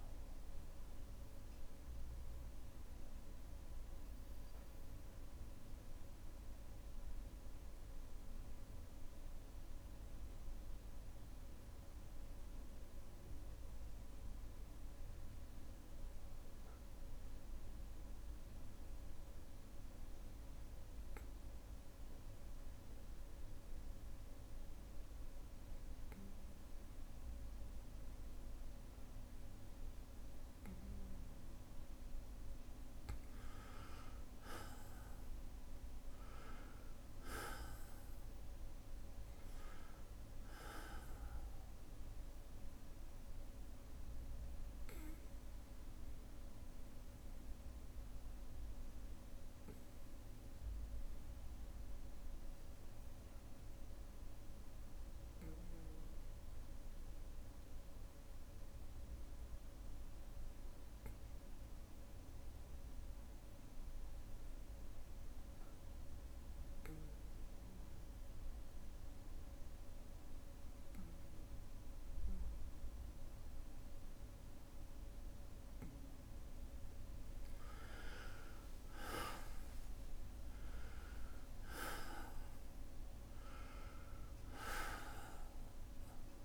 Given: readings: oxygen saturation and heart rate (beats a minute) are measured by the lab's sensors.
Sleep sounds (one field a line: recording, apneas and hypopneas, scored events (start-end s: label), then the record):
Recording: breathing in sleep by a room microphone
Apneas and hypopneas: 2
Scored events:
0.00-14.50 s: oxygen desaturation (device-marked, oxygen 92% lowest, heart rate 54 extreme)
0.00-31.50 s: bradycardia (device-marked, heart rate 54 extreme)
2.50-32.50 s: obstructive apnea (oxygen 98% before, 92% lowest, heart rate 60 before, 54 extreme, up 2 after)
28.50-61.50 s: oxygen desaturation (device-marked, oxygen 99% before, 92% lowest, heart rate 56 before, 55 extreme)
34.50-38.50 s: arousal
41.50-71.50 s: bradycardia (device-marked, heart rate 62 before, 55 extreme)
44.00-75.00 s: obstructive apnea (oxygen 99% before, 91% lowest, heart rate 60 before, 55 extreme, up 6 after)
75.50-86.44 s: oxygen desaturation (device-marked, oxygen 98% before, 91% lowest, heart rate 57 before, 57 extreme)
77.50-81.00 s: arousal
From the record:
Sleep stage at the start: N2 (light sleep)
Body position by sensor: on the back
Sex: male